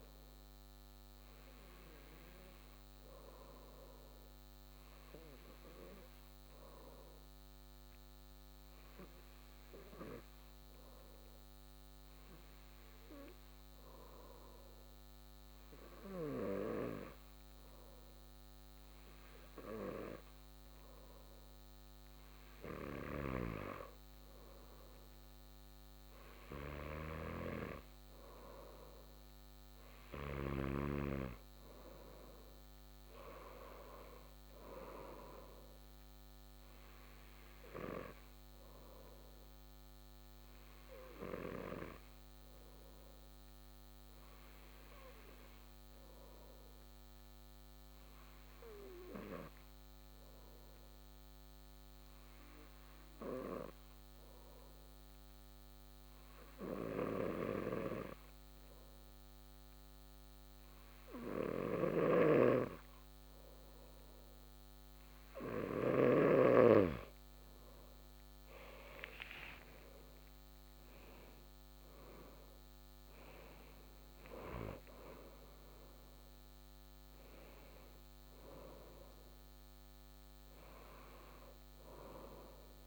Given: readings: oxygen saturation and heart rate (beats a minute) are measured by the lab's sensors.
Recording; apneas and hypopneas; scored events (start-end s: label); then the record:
breathing in sleep by a microphone on the trachea; 2
4.50-20.50 s: obstructive apnea (oxygen 96% before, 93% lowest, heart rate 133 before, 71 extreme, up 57 after)
22.50-26.00 s: arousal
39.00-66.00 s: obstructive apnea (oxygen 96% before, 92% lowest, heart rate 120 before, 40 extreme)
68.50-73.00 s: arousal
71.00-82.87 s: oxygen desaturation (device-marked, oxygen 95% before, 92% lowest, heart rate 72 before, 104 extreme)
From the record:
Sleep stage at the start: N2 (light sleep); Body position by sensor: on the back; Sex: male